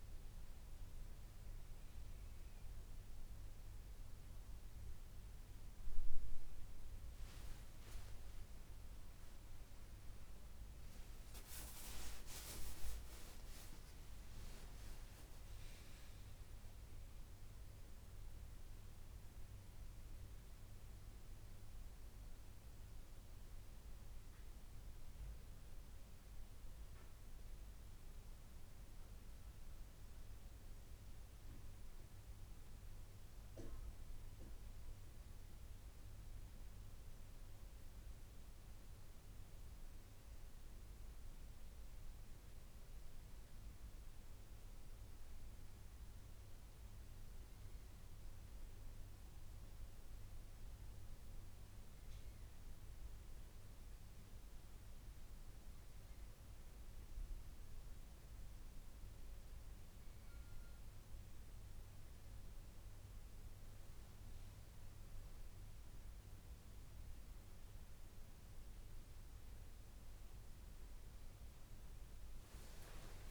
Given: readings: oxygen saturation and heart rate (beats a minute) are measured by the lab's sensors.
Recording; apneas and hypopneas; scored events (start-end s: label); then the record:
a person awake in a sleep study, hard to hear, by a room microphone; none
0.00-1.00 s: oxygen desaturation (device-marked, oxygen 95% lowest)
From the record:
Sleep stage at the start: awake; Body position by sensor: on the left side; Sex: female